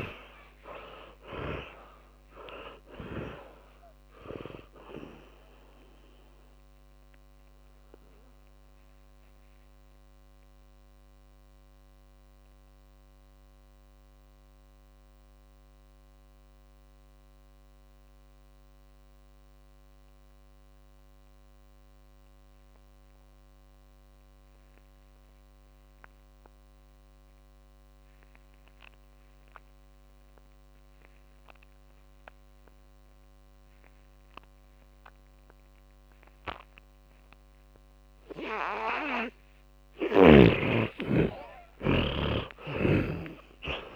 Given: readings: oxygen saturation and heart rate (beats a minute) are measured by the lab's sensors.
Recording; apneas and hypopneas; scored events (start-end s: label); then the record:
breathing in sleep by a microphone on the trachea; 1
0.00-3.00 s: arousal
0.00-16.00 s: oxygen desaturation (device-marked, oxygen 81% lowest, heart rate 47 extreme)
7.50-39.50 s: mixed apnea (oxygen 100% before, 77% lowest, heart rate 68 before, 47 extreme, up 31 after)
18.00-30.00 s: oxygen desaturation (device-marked, oxygen 85% before, 77% lowest, heart rate 77 before, 47 extreme)
32.00-43.96 s: oxygen desaturation (device-marked, oxygen 100% before, 82% lowest, heart rate 60 before, 47 extreme)
42.00-43.96 s: arousal
42.50-43.96 s: snoring (device-marked)
From the record:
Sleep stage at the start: N2 (light sleep); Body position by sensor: on the back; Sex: male